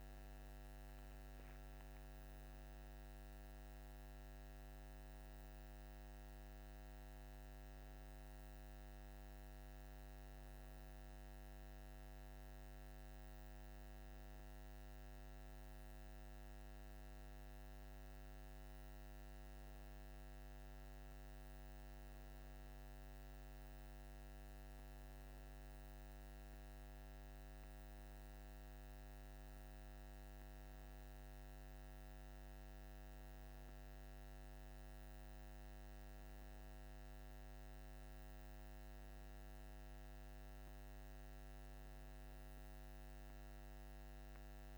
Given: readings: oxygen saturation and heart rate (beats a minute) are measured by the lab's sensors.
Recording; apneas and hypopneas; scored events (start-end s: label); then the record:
breathing in sleep, hard to hear, by a microphone on the trachea; none
none scored
From the record:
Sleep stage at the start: N1 (lightest sleep); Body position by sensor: on the back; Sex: female